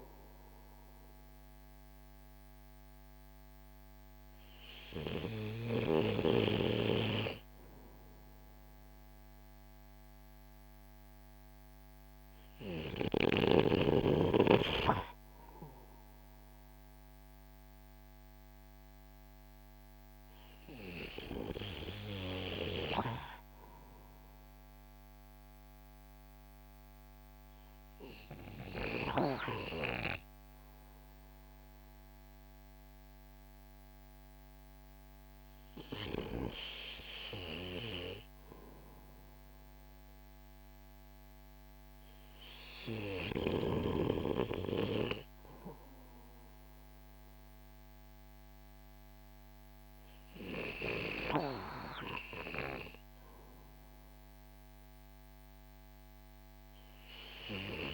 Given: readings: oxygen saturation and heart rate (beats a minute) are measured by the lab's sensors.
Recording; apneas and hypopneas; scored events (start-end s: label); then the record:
breathing in sleep by a microphone on the trachea; none
8.50-57.94 s: new sleep stage, REM sleep
From the record:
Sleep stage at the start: N2 (light sleep); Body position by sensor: on the right side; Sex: male